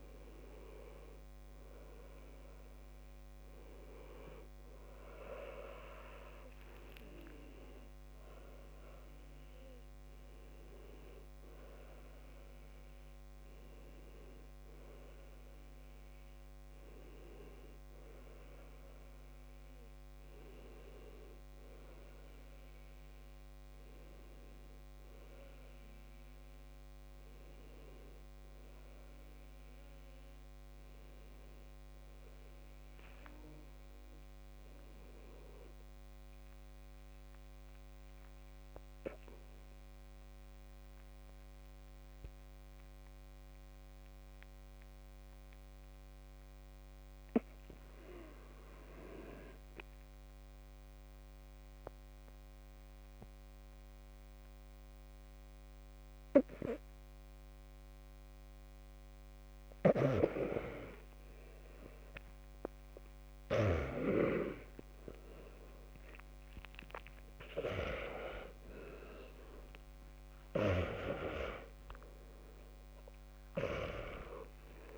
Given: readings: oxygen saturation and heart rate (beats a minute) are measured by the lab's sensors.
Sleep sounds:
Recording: a person awake in a sleep study, by a microphone on the trachea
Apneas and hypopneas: none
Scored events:
18.00-20.00 s: tachycardia (device-marked, heart rate 87 before, 97 extreme)
46.00-51.00 s: tachycardia (device-marked, heart rate 88 before, 105 extreme)
58.00-74.97 s: tachycardia (device-marked, heart rate 89 before, 132 extreme)
From the record:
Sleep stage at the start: awake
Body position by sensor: upright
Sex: male

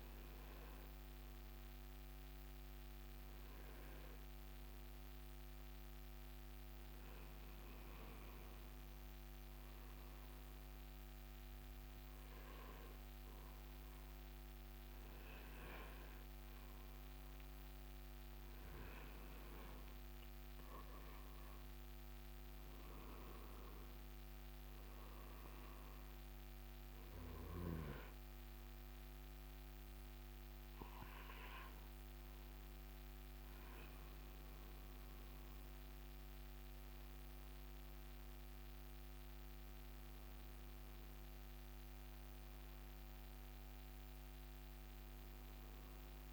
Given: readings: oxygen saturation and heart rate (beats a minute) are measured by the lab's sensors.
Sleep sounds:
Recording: breathing in sleep, hard to hear, by a microphone on the trachea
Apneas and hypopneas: 1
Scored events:
11.50-21.50 s: obstructive apnea (oxygen 96% before, 93% lowest, heart rate 68 before, 63 extreme, up 5 after)
23.00-26.50 s: arousal
From the record:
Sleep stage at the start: N2 (light sleep)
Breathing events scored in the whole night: 169 in 4.5 hours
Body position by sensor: on the front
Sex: male

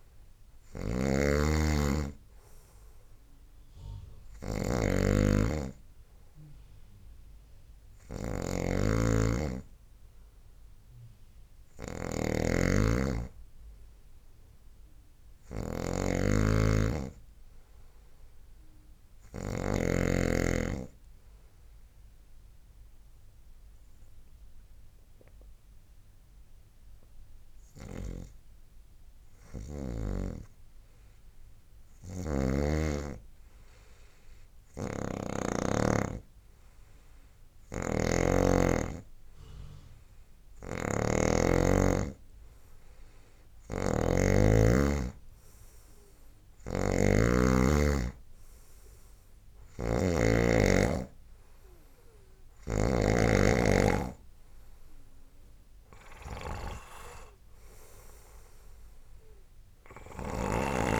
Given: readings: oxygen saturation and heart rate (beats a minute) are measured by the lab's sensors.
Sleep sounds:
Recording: breathing in sleep by a room microphone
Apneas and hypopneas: 1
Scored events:
0.00-19.50 s: snoring (device-marked)
15.00-18.00 s: arousal
21.50-34.00 s: hypopnea (oxygen 98% before, 92% lowest, heart rate 72 before, 77 extreme, up 0 after)
23.00-28.00 s: tachycardia (device-marked, heart rate 72 before, 101 extreme)
34.50-53.00 s: snoring (device-marked)
36.50-40.00 s: arousal
43.00-58.00 s: oxygen desaturation (device-marked, oxygen 96% before, 93% lowest, heart rate 86 before, 74 extreme)
60.00-61.00 s: snoring (device-marked)
From the record:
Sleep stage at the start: N2 (light sleep)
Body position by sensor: on the right side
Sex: male

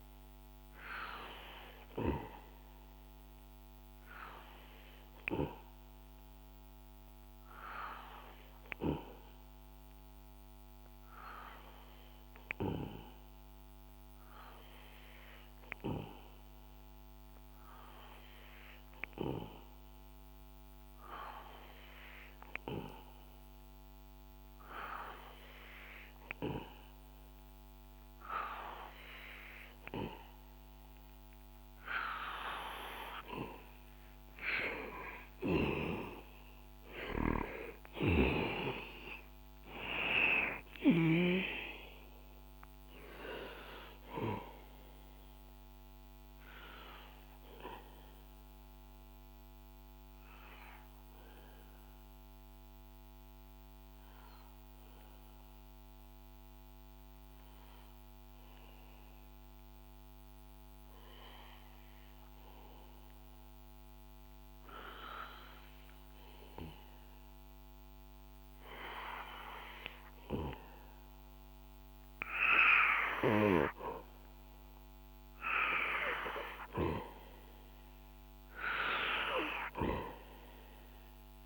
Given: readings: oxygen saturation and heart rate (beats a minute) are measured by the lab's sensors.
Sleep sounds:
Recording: breathing in sleep by a microphone on the trachea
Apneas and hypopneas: 2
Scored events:
9.00-32.00 s: obstructive apnea (oxygen 97% before, 91% lowest, heart rate 64 before, 62 extreme, up 10 after)
30.00-61.00 s: oxygen desaturation (device-marked, oxygen 95% before, 91% lowest, heart rate 63 before, 63 extreme)
34.00-40.00 s: arousal
46.00-73.00 s: obstructive apnea (oxygen 95% before, 91% lowest, heart rate 68 before, 63 extreme, up 4 after)
75.00-79.00 s: arousal
76.00-81.46 s: oxygen desaturation (device-marked, oxygen 97% before, 92% lowest, heart rate 66 before, 63 extreme)
From the record:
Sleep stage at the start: N2 (light sleep)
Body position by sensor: on the back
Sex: male

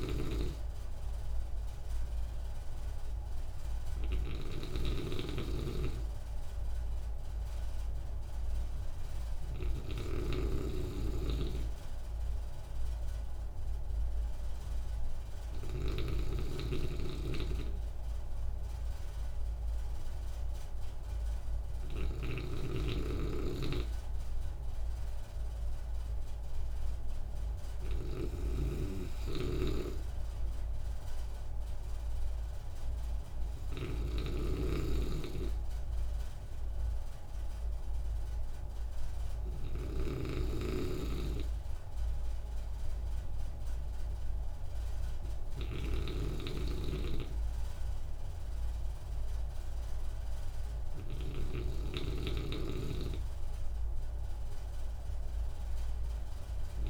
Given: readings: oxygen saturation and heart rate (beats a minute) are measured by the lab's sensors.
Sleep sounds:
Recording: breathing in sleep by a room microphone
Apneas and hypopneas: none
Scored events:
0.00-16.00 s: snoring (device-marked)
22.00-56.89 s: snoring (device-marked)
From the record:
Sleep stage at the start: N2 (light sleep)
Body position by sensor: on the right side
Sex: male

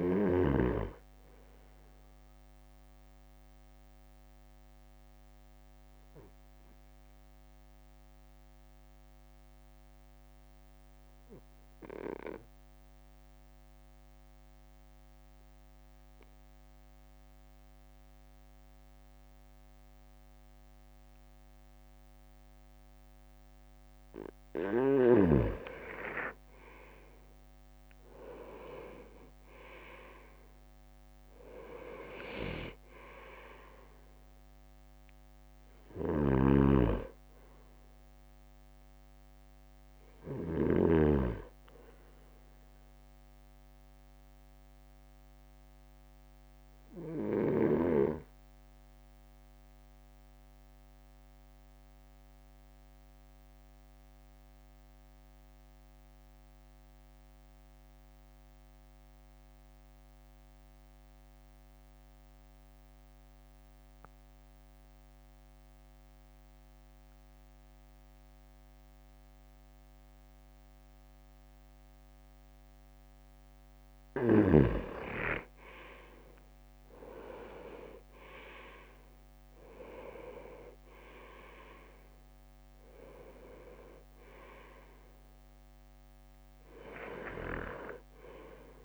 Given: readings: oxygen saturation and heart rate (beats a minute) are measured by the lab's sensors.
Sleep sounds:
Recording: breathing in sleep by a microphone on the trachea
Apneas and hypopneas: 2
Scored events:
2.50-24.50 s: obstructive apnea (oxygen 99% before, 96% lowest, heart rate 58 before, 50 extreme, up 5 after)
27.50-29.00 s: leg movement (device-marked)
27.50-31.00 s: arousal
29.50-30.50 s: leg movement (device-marked)
30.00-43.00 s: drop in pulse transit time (device-marked, heart rate 55 before, 56 extreme)
36.00-41.00 s: snoring (device-marked)
43.50-73.00 s: obstructive apnea (oxygen 99% before, 95% lowest, heart rate 57 before, 50 extreme, up 6 after)
75.50-79.00 s: arousal
76.50-77.50 s: leg movement (device-marked)
78.00-88.85 s: drop in pulse transit time (device-marked, heart rate 54 before, 54 extreme)
80.00-81.50 s: leg movement (device-marked)
From the record:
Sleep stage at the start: N2 (light sleep)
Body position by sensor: on the right side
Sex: male

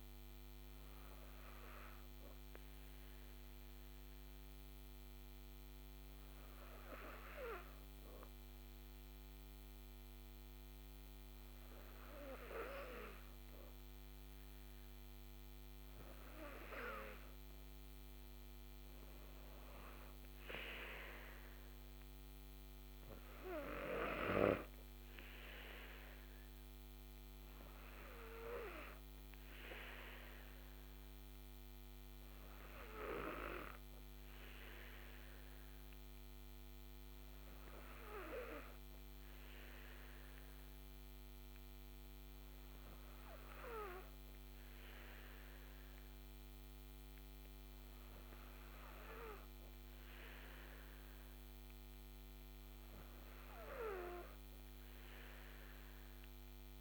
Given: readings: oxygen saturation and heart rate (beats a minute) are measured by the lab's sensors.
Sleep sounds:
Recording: breathing in sleep by a microphone on the trachea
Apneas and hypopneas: 1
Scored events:
0.00-10.00 s: oxygen desaturation (device-marked, oxygen 99% before, 95% lowest, heart rate 144 before, 93 extreme)
2.00-15.50 s: hypopnea (oxygen 99% before, 95% lowest, heart rate 142 before, 97 extreme)
19.00-23.00 s: arousal
From the record:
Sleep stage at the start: N2 (light sleep)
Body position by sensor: on the back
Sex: female

